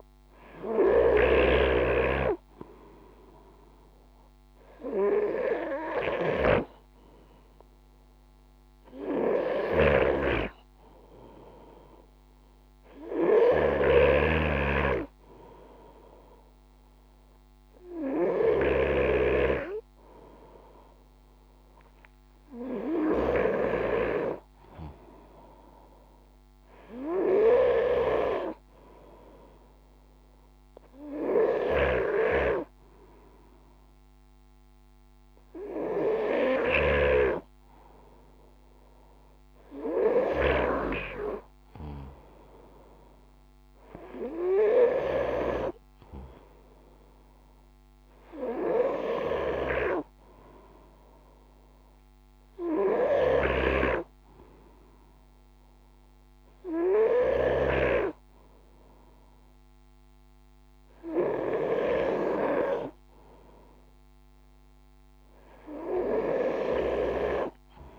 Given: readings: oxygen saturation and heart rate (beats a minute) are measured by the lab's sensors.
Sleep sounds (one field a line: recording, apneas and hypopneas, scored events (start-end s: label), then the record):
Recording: breathing in sleep by a microphone on the trachea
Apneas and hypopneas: none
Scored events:
0.00-22.50 s: snoring (device-marked)
30.50-40.00 s: snoring (device-marked)
52.00-57.00 s: snoring (device-marked)
From the record:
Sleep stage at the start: N2 (light sleep)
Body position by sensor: on the front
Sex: male